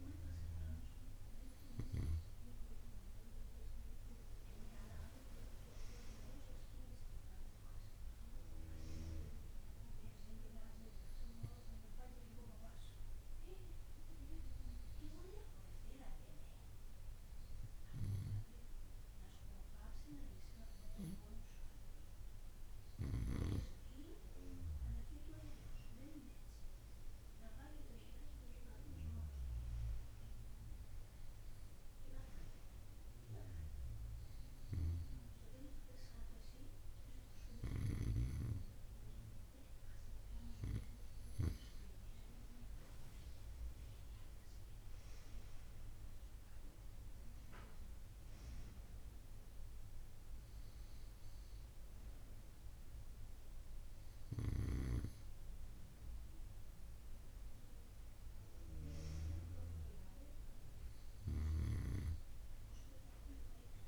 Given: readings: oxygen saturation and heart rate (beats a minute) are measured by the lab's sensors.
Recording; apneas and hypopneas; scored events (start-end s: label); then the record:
breathing in sleep by a room microphone; 1
5.00-9.00 s: arousal
14.50-25.50 s: obstructive apnea (oxygen 96% before, 93% lowest)
27.00-31.00 s: arousal
From the record:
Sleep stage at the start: N2 (light sleep); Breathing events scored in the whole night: 138 in 5.5 hours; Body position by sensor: on the right side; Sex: female